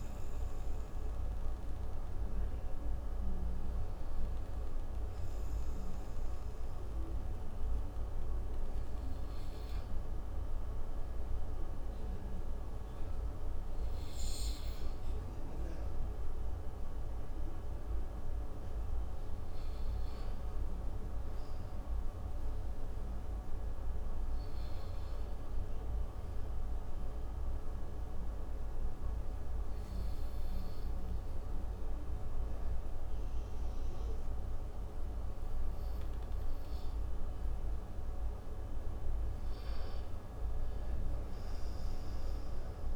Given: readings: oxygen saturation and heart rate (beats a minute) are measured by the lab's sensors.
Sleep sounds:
breathing in sleep, hard to hear, by a room microphone; 1
10.50-15.00 s: arousal
27.00-38.00 s: obstructive apnea (oxygen 97% before, 92% lowest)
39.50-42.96 s: arousal
From the record:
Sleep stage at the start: N2 (light sleep); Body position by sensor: on the right side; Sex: male

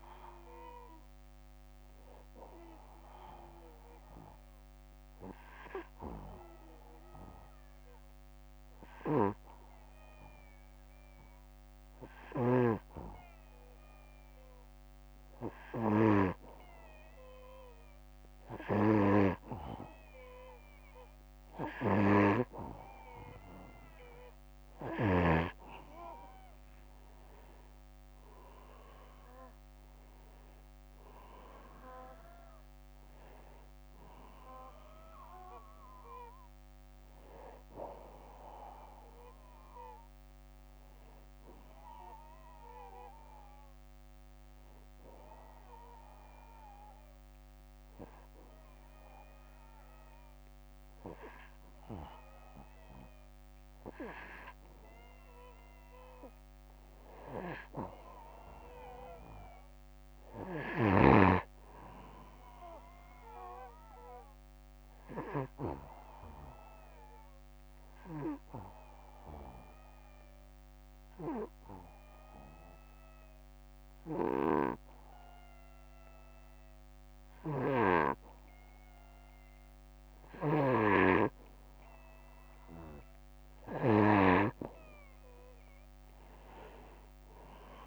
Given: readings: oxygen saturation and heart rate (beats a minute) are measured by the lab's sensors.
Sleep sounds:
breathing in sleep by a microphone on the trachea; 3
2.00-14.50 s: obstructive apnea (oxygen 94% before, 91% lowest, heart rate 66 before, 60 extreme, up 3 after)
11.50-15.50 s: snoring (device-marked)
14.50-18.00 s: arousal
24.50-48.50 s: oxygen desaturation (device-marked, oxygen 97% before, 92% lowest, heart rate 62 before, 62 extreme)
41.50-53.50 s: hypopnea (oxygen 97% before, 90% lowest, heart rate 67 before, 61 extreme, up 4 after)
56.50-60.00 s: arousal
60.00-65.00 s: snoring (device-marked)
62.50-71.50 s: oxygen desaturation (device-marked, oxygen 97% before, 93% lowest, heart rate 64 before, 61 extreme)
65.50-82.00 s: obstructive apnea (oxygen 97% before, 90% lowest, heart rate 64 before, 59 extreme, up 8 after)
76.50-83.50 s: snoring (device-marked)
85.50-87.87 s: oxygen desaturation (device-marked, oxygen 96% before, 90% lowest, heart rate 63 before, 57 extreme)
From the record:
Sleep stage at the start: N2 (light sleep); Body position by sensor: on the back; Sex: male

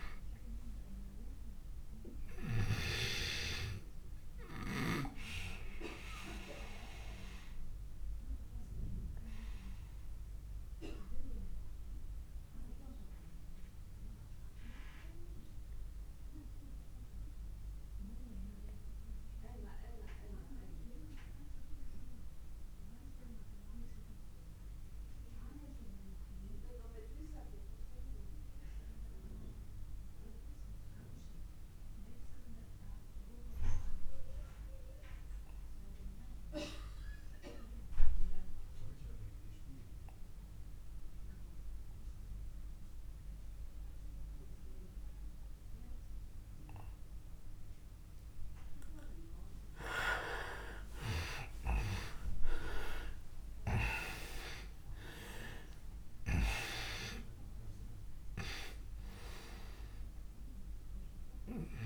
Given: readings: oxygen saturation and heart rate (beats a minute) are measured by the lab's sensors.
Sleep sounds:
breathing in sleep by a room microphone; 1
0.00-27.50 s: oxygen desaturation (device-marked, oxygen 84% lowest)
4.00-48.00 s: obstructive apnea (oxygen 99% before, 83% lowest)
42.50-61.86 s: oxygen desaturation (device-marked, oxygen 99% before, 83% lowest)
50.00-54.00 s: arousal
From the record:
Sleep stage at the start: REM sleep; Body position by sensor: on the back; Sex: male

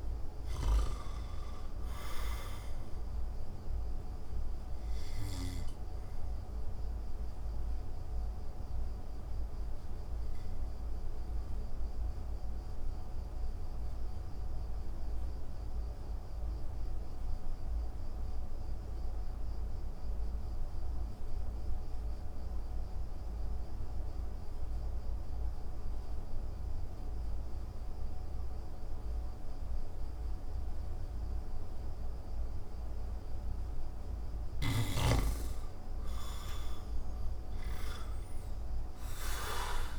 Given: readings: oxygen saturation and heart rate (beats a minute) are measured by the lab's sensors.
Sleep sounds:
breathing in sleep by a room microphone; 1
0.00-23.00 s: oxygen desaturation (device-marked, oxygen 85% lowest)
6.50-33.50 s: mixed apnea (oxygen 98% before, 82% lowest)
34.00-39.99 s: oxygen desaturation (device-marked, oxygen 98% before, 82% lowest)
35.50-39.00 s: arousal
From the record:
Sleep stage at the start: N2 (light sleep); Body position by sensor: on the back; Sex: male

